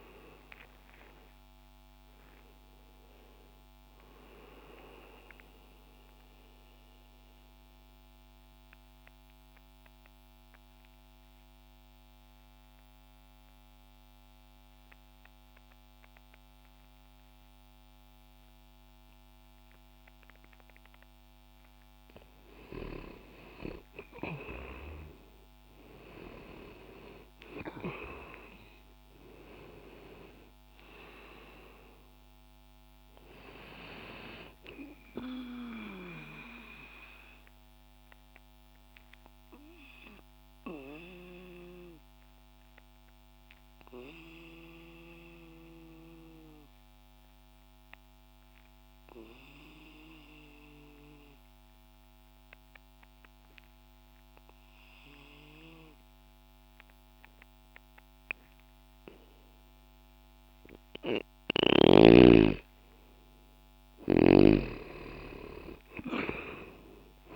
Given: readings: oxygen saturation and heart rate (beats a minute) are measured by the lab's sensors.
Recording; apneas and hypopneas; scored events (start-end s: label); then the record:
breathing in sleep by a microphone on the trachea; 2
4.50-16.50 s: oxygen desaturation (device-marked, oxygen 95% before, 90% lowest, heart rate 86 before, 60 extreme)
5.00-21.50 s: obstructive apnea (oxygen 96% before, 88% lowest, heart rate 86 before, 60 extreme, up 0 after)
24.00-28.50 s: arousal
30.50-57.50 s: oxygen desaturation (device-marked, oxygen 98% before, 88% lowest, heart rate 60 before, 60 extreme)
36.00-61.00 s: obstructive apnea (oxygen 99% before, 88% lowest, heart rate 60 before, 60 extreme, up 0 after)
39.50-67.36 s: new sleep stage, N2 (light sleep)
63.00-67.36 s: arousal
From the record:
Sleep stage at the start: N1 (lightest sleep); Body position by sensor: on the left side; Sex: male